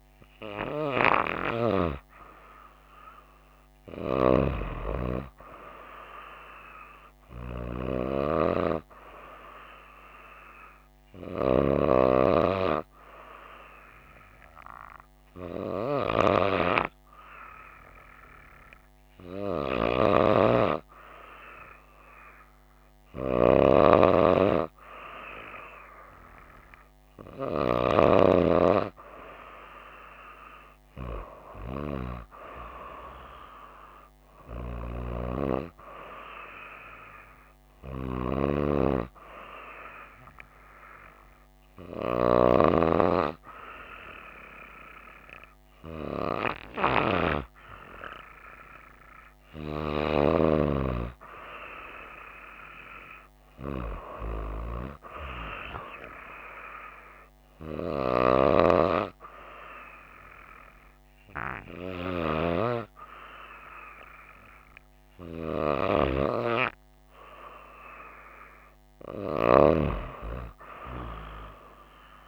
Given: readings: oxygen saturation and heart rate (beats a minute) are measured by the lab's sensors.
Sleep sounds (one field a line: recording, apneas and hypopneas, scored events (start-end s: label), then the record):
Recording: breathing in sleep by a microphone on the trachea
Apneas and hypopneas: none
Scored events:
none scored
From the record:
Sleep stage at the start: N2 (light sleep)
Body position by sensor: on the right side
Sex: female